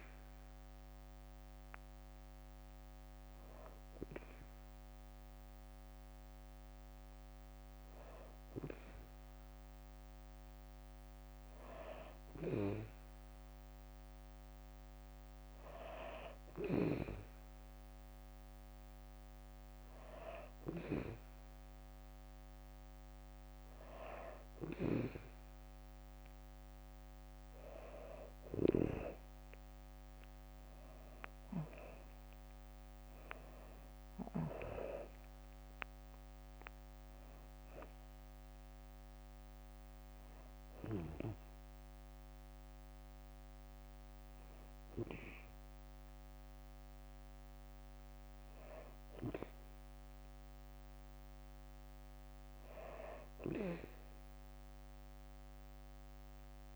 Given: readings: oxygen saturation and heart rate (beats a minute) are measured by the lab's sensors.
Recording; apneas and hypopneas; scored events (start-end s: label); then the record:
breathing in sleep by a microphone on the trachea; none
29.50-33.00 s: arousal
30.50-43.50 s: drop in pulse transit time (device-marked, heart rate 64 before, 62 extreme)
From the record:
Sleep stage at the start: N2 (light sleep); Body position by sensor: on the back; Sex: female